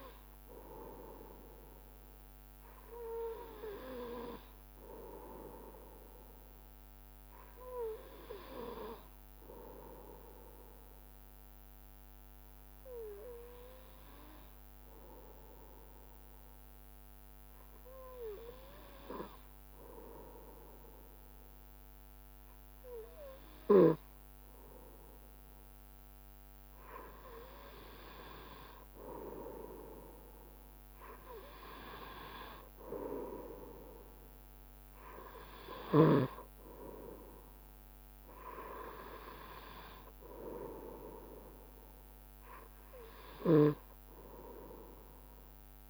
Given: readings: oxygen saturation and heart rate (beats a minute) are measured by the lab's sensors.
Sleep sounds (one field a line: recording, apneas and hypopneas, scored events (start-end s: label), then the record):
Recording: breathing in sleep by a microphone on the trachea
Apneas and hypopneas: 1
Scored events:
10.00-23.50 s: hypopnea (oxygen 95% before, 93% lowest, heart rate 70 before, 70 extreme, up 3 after)
26.00-30.50 s: arousal
From the record:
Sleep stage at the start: N2 (light sleep)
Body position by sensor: on the right side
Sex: male